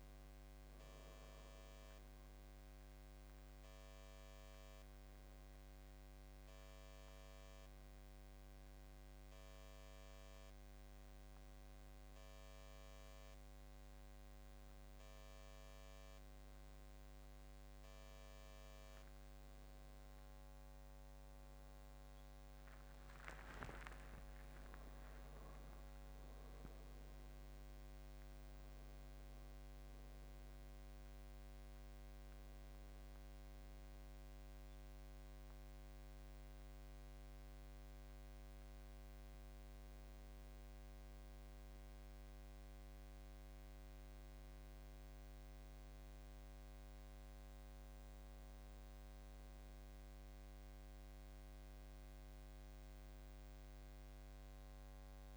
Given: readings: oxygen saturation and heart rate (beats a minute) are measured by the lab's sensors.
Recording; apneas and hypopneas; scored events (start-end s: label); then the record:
a person awake in a sleep study, hard to hear, by a microphone on the trachea; none
0.00-8.50 s: oxygen desaturation (device-marked, oxygen 92% lowest, heart rate 79 extreme)
15.50-45.50 s: new sleep stage, awake
45.50-55.37 s: new sleep stage, N1 (lightest sleep)
From the record:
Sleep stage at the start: N2 (light sleep); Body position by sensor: on the back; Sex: male